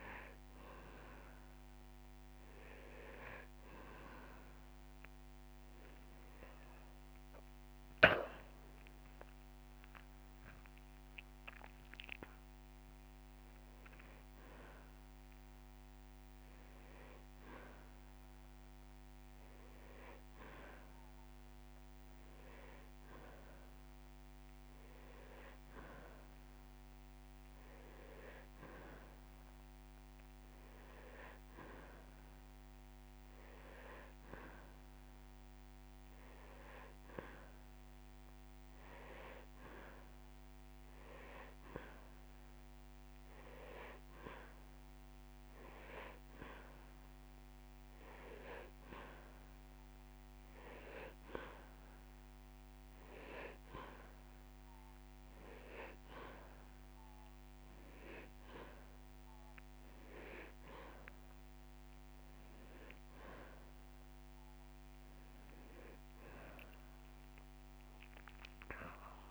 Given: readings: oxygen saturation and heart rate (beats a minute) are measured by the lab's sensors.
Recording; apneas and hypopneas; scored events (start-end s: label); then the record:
breathing in sleep by a microphone on the trachea; none
5.50-19.50 s: oxygen desaturation (device-marked, oxygen 97% before, 94% lowest)
From the record:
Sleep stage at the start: N2 (light sleep); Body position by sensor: on the back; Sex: male